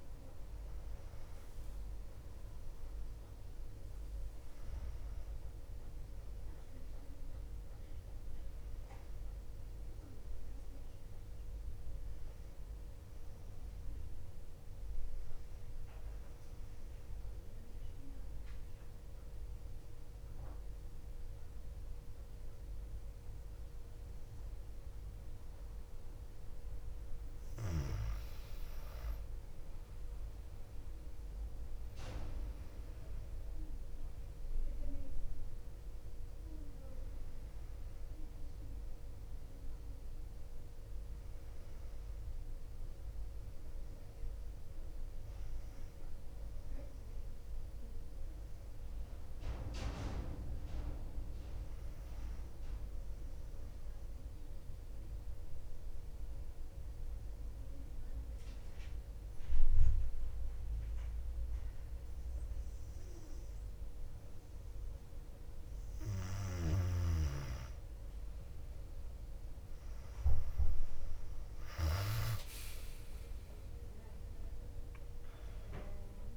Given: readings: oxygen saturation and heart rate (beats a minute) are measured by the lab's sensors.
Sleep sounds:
breathing in sleep by a room microphone; 2
0.00-11.00 s: oxygen desaturation (device-marked, oxygen 95% lowest, heart rate 57 extreme)
17.50-28.00 s: mixed apnea (oxygen 99% before, 94% lowest, heart rate 61 before, 57 extreme, up 4 after)
30.00-35.00 s: arousal
30.00-53.00 s: oxygen desaturation (device-marked, oxygen 99% before, 94% lowest, heart rate 58 before, 57 extreme)
54.00-66.50 s: obstructive apnea (oxygen 99% before, 94% lowest, heart rate 59 before, 57 extreme, up 4 after)
73.50-76.37 s: arousal
74.00-76.37 s: drop in pulse transit time (device-marked, heart rate 59 before, 57 extreme)
74.00-76.37 s: oxygen desaturation (device-marked, oxygen 99% before, 94% lowest, heart rate 59 before, 57 extreme)
76.00-76.37 s: new sleep stage, N1 (lightest sleep)
From the record:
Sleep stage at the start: REM sleep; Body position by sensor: on the back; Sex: female

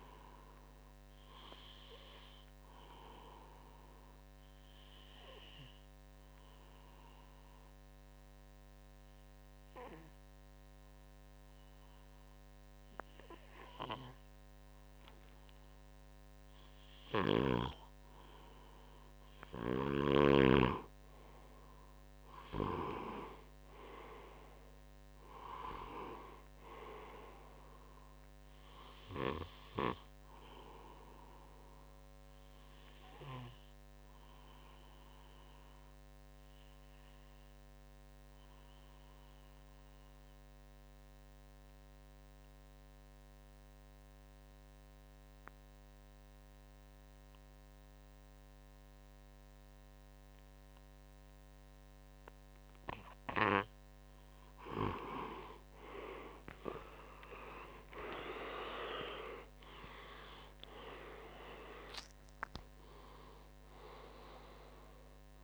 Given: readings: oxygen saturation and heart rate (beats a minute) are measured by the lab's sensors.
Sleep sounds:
breathing in sleep by a microphone on the trachea; 2
0.00-12.50 s: oxygen desaturation (device-marked, oxygen 93% lowest, heart rate 63 extreme)
3.00-17.00 s: obstructive apnea (oxygen 98% before, 92% lowest, heart rate 64 before, 62 extreme, up 5 after)
22.00-26.00 s: arousal
34.50-53.00 s: obstructive apnea (oxygen 97% before, 92% lowest, heart rate 66 before, 53 extreme, up 31 after)
53.50-65.43 s: oxygen desaturation (device-marked, oxygen 97% before, 92% lowest, heart rate 62 before, 53 extreme)
57.00-61.50 s: arousal
From the record:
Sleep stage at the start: N2 (light sleep); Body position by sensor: on the back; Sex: male

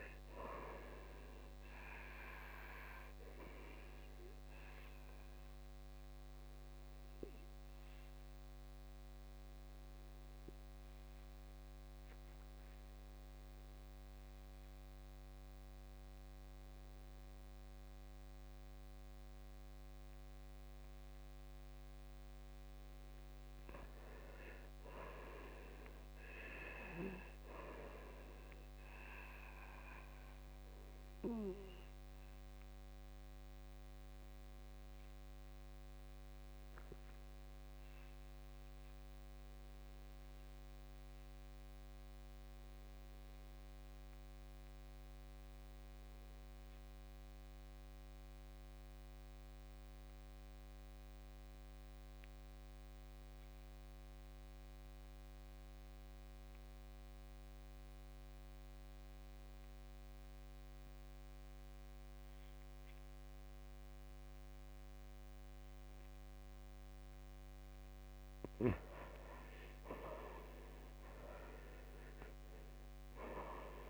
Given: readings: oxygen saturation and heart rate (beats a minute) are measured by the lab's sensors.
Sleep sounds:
breathing in sleep by a microphone on the trachea; 2
0.00-22.00 s: oxygen desaturation (device-marked, oxygen 79% lowest, heart rate 56 extreme)
3.50-22.00 s: obstructive apnea (oxygen 95% before, 75% lowest, heart rate 65 before, 56 extreme, up 12 after)
23.50-27.00 s: arousal
24.00-48.00 s: oxygen desaturation (device-marked, oxygen 98% before, 86% lowest, heart rate 61 before, 57 extreme)
31.00-67.50 s: obstructive apnea (oxygen 98% before, 73% lowest, heart rate 60 before, 57 extreme, up 11 after)
53.00-73.89 s: oxygen desaturation (device-marked, oxygen 97% before, 73% lowest, heart rate 60 before, 56 extreme)
69.00-73.00 s: arousal
From the record:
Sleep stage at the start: N2 (light sleep); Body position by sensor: on the back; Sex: male

